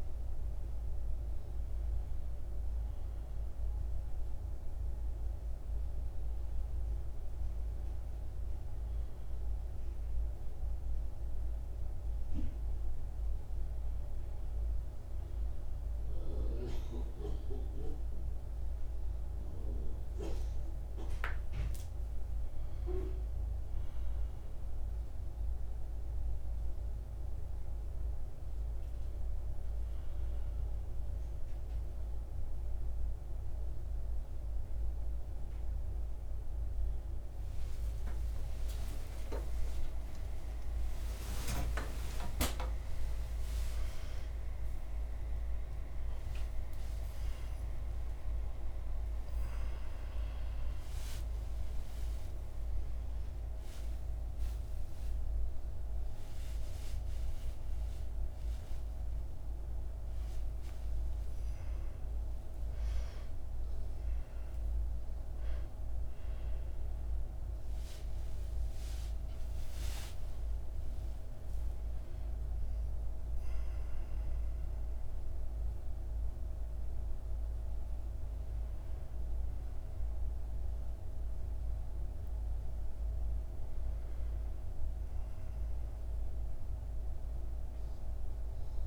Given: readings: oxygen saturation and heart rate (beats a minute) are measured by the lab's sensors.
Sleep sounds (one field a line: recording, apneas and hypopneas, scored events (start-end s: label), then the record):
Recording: a person awake in a sleep study, by a room microphone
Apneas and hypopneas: none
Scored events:
0.00-1.50 s: oxygen desaturation (device-marked, oxygen 95% lowest, heart rate 63 extreme)
32.50-88.87 s: new sleep stage, awake
From the record:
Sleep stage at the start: N1 (lightest sleep)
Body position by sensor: on the right side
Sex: male